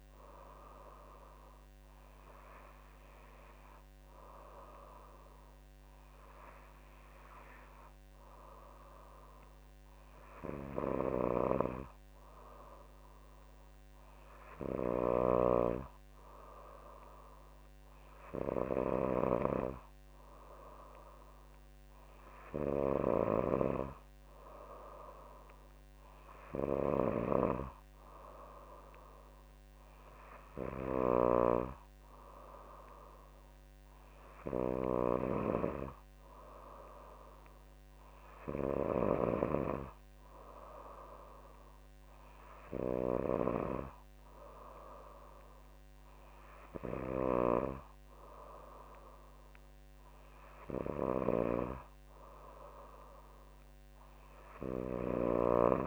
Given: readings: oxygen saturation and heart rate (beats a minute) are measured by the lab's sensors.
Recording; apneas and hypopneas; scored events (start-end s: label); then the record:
breathing in sleep by a microphone on the trachea; none
30.50-39.00 s: snoring (device-marked)
47.00-55.00 s: snoring (device-marked)
From the record:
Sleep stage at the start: N3 (deep sleep); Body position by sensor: on the back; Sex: female